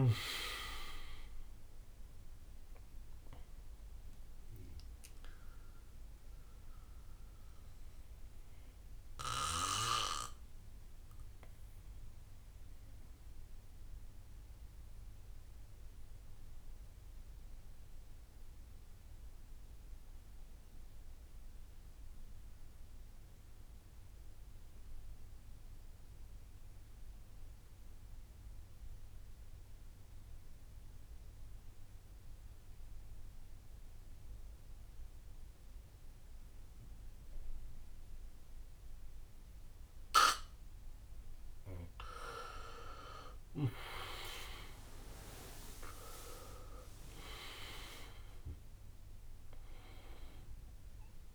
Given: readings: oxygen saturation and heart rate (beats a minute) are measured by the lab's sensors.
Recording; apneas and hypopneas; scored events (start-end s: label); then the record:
breathing in sleep by a room microphone; 1
0.00-1.50 s: arousal
0.00-1.50 s: tachycardia (device-marked, heart rate 127 extreme)
0.00-10.50 s: drop in pulse transit time (device-marked, heart rate 65 extreme)
0.00-19.50 s: oxygen desaturation (device-marked, oxygen 86% lowest, heart rate 53 extreme)
0.50-2.50 s: long interval between heartbeats (device-marked, heart rate 68 before, 114 extreme)
8.50-25.50 s: bradycardia (device-marked, heart rate 66 before, 53 extreme)
9.00-41.50 s: obstructive apnea (oxygen 99% before, 86% lowest, heart rate 84 before, 53 extreme, up 41 after)
32.50-34.50 s: bradycardia (device-marked, heart rate 66 before, 60 extreme)
36.50-40.50 s: bradycardia (device-marked, heart rate 66 before, 58 extreme)
37.50-51.34 s: oxygen desaturation (device-marked, oxygen 99% before, 87% lowest, heart rate 58 before, 54 extreme)
44.50-49.00 s: arousal
44.50-51.34 s: drop in pulse transit time (device-marked, heart rate 60 before, 56 extreme)
46.00-48.00 s: long interval between heartbeats (device-marked, heart rate 60 before, 84 extreme)
48.00-50.00 s: long interval between heartbeats (device-marked, heart rate 63 before, 93 extreme)
From the record:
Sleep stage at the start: N2 (light sleep); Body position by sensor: on the back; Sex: male